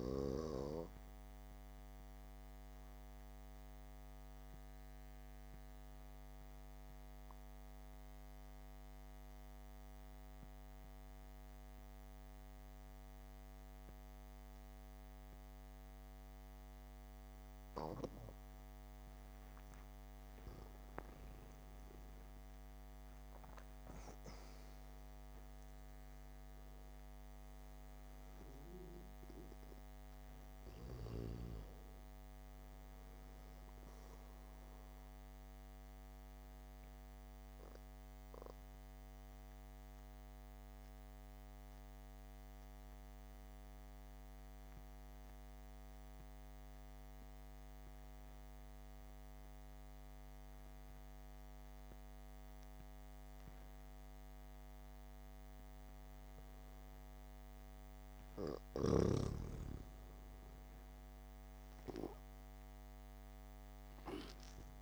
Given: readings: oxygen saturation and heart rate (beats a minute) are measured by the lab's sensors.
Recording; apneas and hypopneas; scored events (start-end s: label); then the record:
breathing in sleep by a microphone on the trachea; 2
0.00-7.00 s: oxygen desaturation (device-marked, oxygen 89% lowest, heart rate 58 extreme)
4.50-20.00 s: obstructive apnea (oxygen 97% before, 89% lowest, heart rate 66 before, 63 extreme, up 6 after)
21.50-25.50 s: arousal
25.00-32.00 s: oxygen desaturation (device-marked, oxygen 97% before, 94% lowest, heart rate 70 before, 66 extreme)
35.00-57.00 s: obstructive apnea (oxygen 99% before, 91% lowest, heart rate 67 before, 59 extreme)
40.00-49.00 s: oxygen desaturation (device-marked, oxygen 95% before, 92% lowest, heart rate 68 before, 59 extreme)
59.00-62.00 s: arousal
61.00-64.82 s: oxygen desaturation (device-marked, oxygen 99% before, 94% lowest, heart rate 72 before, 59 extreme)
From the record:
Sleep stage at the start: N2 (light sleep); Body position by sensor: on the back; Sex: male